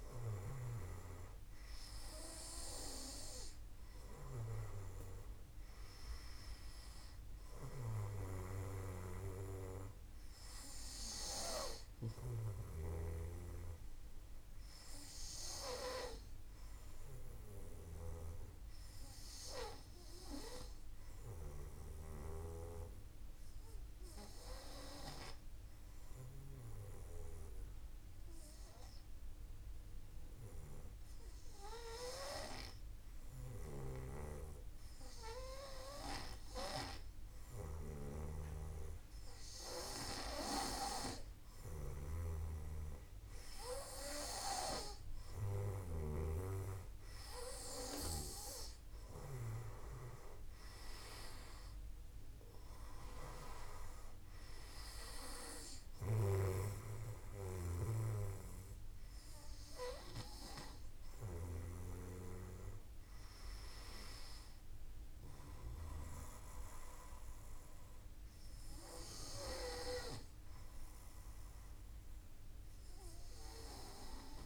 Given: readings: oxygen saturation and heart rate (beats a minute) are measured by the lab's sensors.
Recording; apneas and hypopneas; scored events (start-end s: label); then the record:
breathing in sleep by a room microphone; 1
8.00-21.50 s: snoring (device-marked)
21.00-35.50 s: obstructive apnea (oxygen 96% before, 92% lowest, heart rate 53 before, 51 extreme, up 2 after)
33.00-45.50 s: snoring (device-marked)
37.00-40.00 s: arousal
50.00-74.46 s: oxygen desaturation (device-marked, oxygen 96% before, 92% lowest, heart rate 52 before, 51 extreme)
55.50-65.50 s: snoring (device-marked)
From the record:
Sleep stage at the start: N2 (light sleep); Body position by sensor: on the back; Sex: male